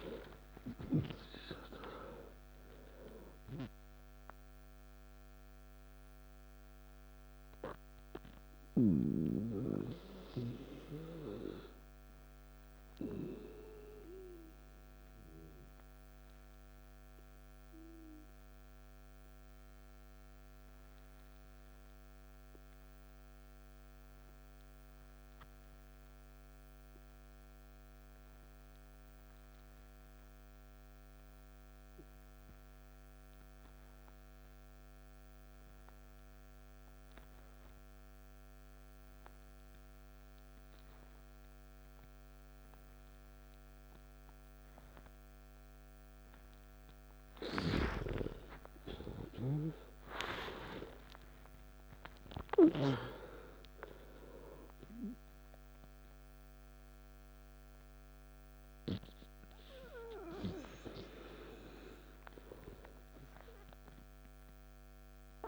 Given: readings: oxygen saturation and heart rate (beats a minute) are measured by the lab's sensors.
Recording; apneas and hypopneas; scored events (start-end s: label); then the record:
breathing in sleep by a microphone on the trachea; 1
0.00-25.00 s: oxygen desaturation (device-marked, oxygen 86% lowest, heart rate 54 extreme)
6.00-47.00 s: mixed apnea (oxygen 98% before, 86% lowest, heart rate 63 before, 54 extreme, up 17 after)
43.00-65.48 s: oxygen desaturation (device-marked, oxygen 98% before, 87% lowest, heart rate 56 before, 56 extreme)
48.00-52.00 s: arousal
From the record:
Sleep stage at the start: N2 (light sleep); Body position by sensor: on the back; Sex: male